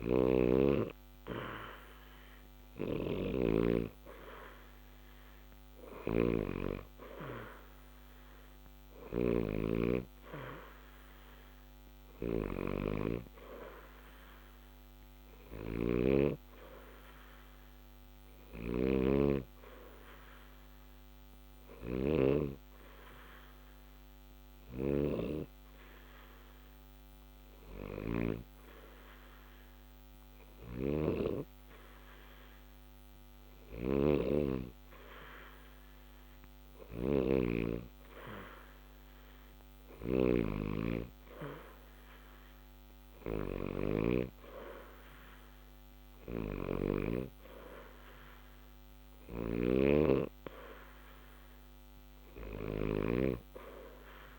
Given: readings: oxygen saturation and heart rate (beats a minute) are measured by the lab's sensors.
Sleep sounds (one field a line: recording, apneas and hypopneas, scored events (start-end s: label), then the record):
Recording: breathing in sleep by a microphone on the trachea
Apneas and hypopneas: 1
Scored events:
15.00-18.50 s: snoring (device-marked)
21.50-35.00 s: hypopnea (oxygen 90% before, 88% lowest, heart rate 60 before, 60 extreme, up 0 after)
37.00-40.50 s: arousal
From the record:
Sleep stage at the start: N2 (light sleep)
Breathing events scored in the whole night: 302 in 5.8 hours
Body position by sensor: on the back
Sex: male